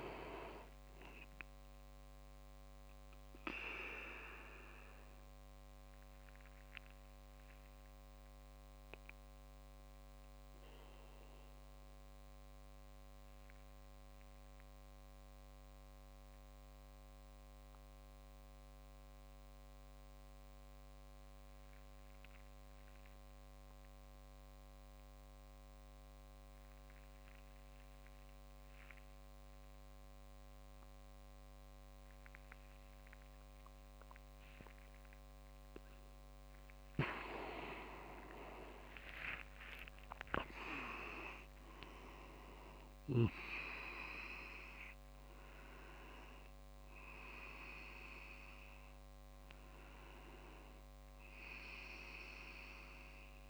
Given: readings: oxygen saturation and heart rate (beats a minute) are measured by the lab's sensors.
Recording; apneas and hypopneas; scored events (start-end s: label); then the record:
breathing in sleep by a microphone on the trachea; 1
0.00-5.50 s: oxygen desaturation (device-marked, oxygen 94% lowest, heart rate 27 extreme)
4.50-36.00 s: mixed apnea (oxygen 98% before, 94% lowest, heart rate 56 before, 52 extreme, up 8 after)
36.50-53.50 s: oxygen desaturation (device-marked, oxygen 99% before, 94% lowest, heart rate 59 before, 52 extreme)
37.50-41.00 s: arousal
39.00-41.50 s: leg movement (device-marked)
From the record:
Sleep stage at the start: N2 (light sleep); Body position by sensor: on the back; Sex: male